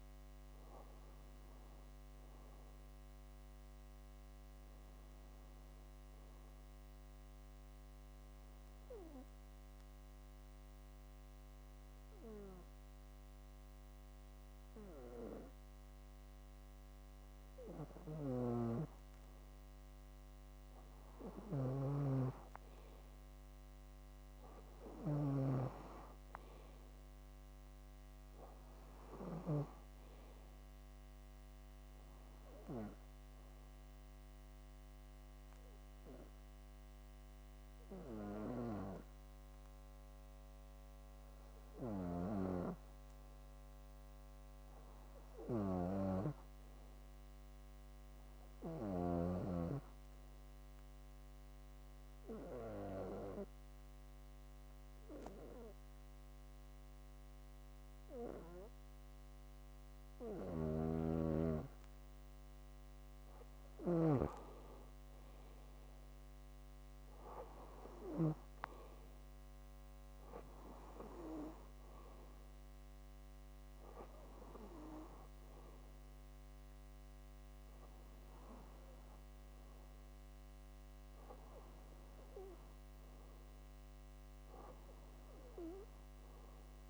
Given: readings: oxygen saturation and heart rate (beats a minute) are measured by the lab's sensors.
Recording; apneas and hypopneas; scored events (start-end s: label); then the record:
breathing in sleep by a microphone on the trachea; 3
5.00-18.50 s: obstructive apnea (oxygen 97% before, 94% lowest, heart rate 65 before, 59 extreme, up 11 after)
10.50-13.50 s: bradycardia (device-marked, heart rate 67 before, 60 extreme)
21.00-23.50 s: arousal
21.00-25.00 s: snoring (device-marked)
24.50-39.50 s: oxygen desaturation (device-marked, oxygen 97% before, 94% lowest, heart rate 62 before, 61 extreme)
32.50-42.50 s: obstructive apnea (oxygen 97% before, 93% lowest, heart rate 65 before, 61 extreme, up 7 after)
45.50-48.00 s: arousal
51.00-62.00 s: obstructive apnea (oxygen 97% before, 93% lowest, heart rate 67 before, 63 extreme, up 9 after)
54.50-86.90 s: new sleep stage, N2 (light sleep)
60.00-64.00 s: snoring (device-marked)
64.50-67.50 s: arousal
80.00-84.00 s: arousal
From the record:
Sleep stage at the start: REM sleep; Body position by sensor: on the back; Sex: female